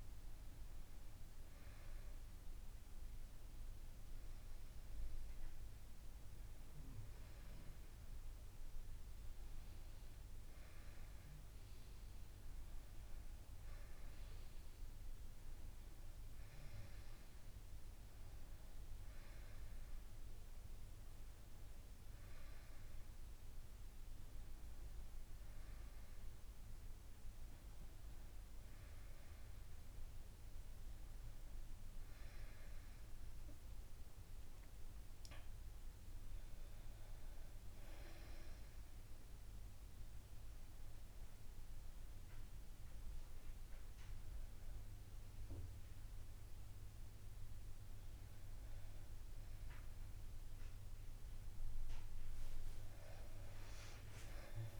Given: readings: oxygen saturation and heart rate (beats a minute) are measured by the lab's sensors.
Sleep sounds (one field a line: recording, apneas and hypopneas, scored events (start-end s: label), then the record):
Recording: breathing in sleep, hard to hear, by a room microphone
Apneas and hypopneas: none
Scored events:
none scored
From the record:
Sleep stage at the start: N1 (lightest sleep)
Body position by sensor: on the back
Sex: female